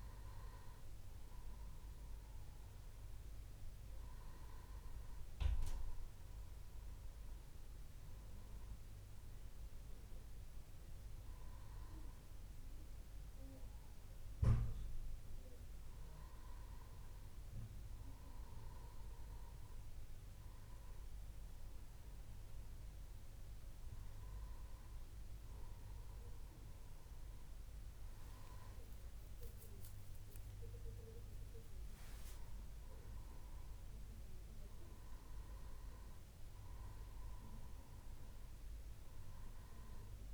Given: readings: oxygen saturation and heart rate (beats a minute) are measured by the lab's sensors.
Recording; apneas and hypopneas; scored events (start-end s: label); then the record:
breathing in sleep, hard to hear, by a room microphone; none
none scored
From the record:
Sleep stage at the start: N1 (lightest sleep); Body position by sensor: on the back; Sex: male